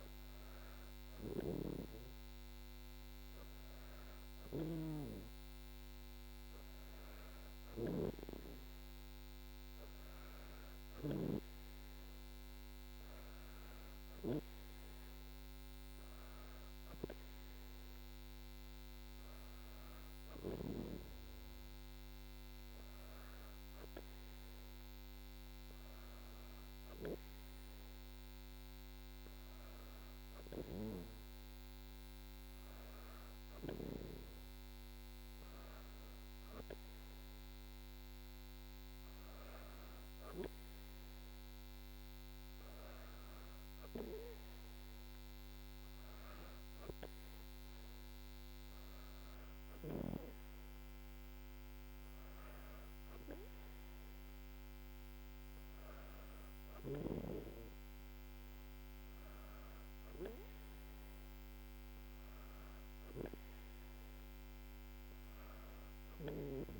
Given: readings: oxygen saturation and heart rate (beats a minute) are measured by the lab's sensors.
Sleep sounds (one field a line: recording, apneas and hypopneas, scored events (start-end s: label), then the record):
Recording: breathing in sleep by a microphone on the trachea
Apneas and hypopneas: none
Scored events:
none scored
From the record:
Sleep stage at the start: N2 (light sleep)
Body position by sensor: on the back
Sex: female